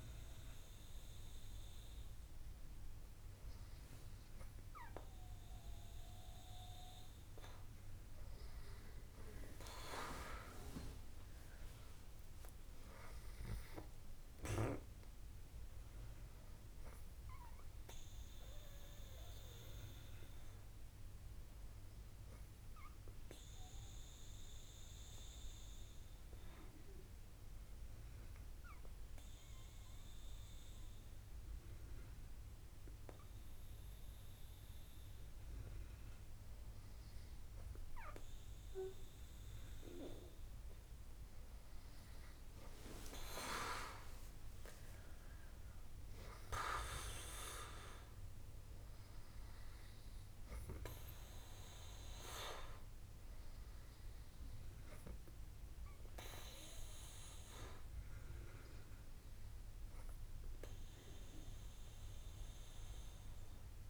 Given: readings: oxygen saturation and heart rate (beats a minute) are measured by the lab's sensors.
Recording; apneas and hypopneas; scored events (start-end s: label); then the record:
breathing in sleep by a room microphone; 1
10.50-13.50 s: arousal
22.50-37.50 s: hypopnea (oxygen 96% before, 95% lowest, heart rate 69 before, 63 extreme, up 4 after)
43.50-47.50 s: arousal
From the record:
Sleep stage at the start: N2 (light sleep); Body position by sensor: on the back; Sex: female